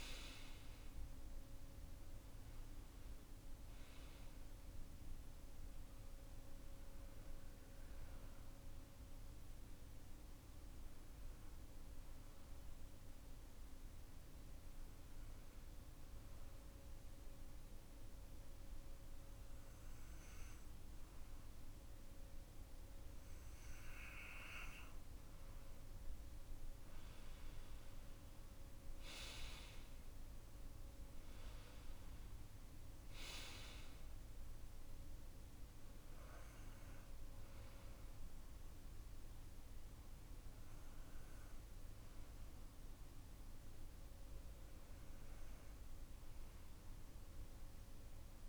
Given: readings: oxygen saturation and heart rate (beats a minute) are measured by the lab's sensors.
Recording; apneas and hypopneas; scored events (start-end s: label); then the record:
breathing in sleep, hard to hear, by a room microphone; 1
12.00-24.50 s: obstructive apnea (oxygen 95% before, 91% lowest)
26.50-30.00 s: arousal
30.50-48.49 s: oxygen desaturation (device-marked, oxygen 96% before, 92% lowest)
From the record:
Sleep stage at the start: N2 (light sleep); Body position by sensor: on the back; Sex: male